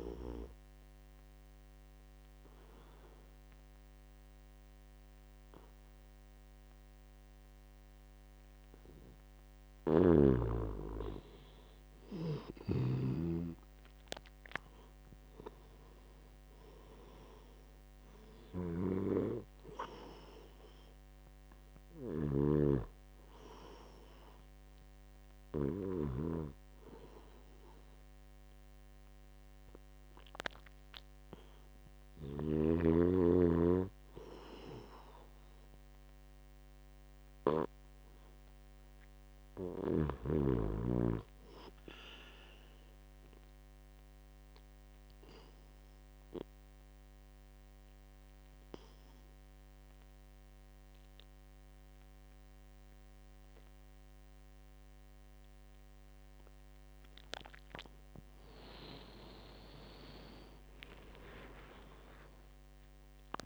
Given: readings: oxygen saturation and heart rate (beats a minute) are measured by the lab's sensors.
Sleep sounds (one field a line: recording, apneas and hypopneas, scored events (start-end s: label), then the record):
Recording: breathing in sleep by a microphone on the trachea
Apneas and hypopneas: 2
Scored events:
0.50-10.50 s: obstructive apnea (oxygen 96% before, 91% lowest, heart rate 77 before, 76 extreme, up 5 after)
12.00-16.00 s: arousal
12.50-26.50 s: snoring (device-marked)
23.00-34.00 s: oxygen desaturation (device-marked, oxygen 96% before, 91% lowest, heart rate 77 before, 73 extreme)
42.50-56.00 s: obstructive apnea (oxygen 97% before, 91% lowest, heart rate 79 before, 73 extreme, up 15 after)
From the record:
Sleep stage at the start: N2 (light sleep)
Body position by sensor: on the back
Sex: male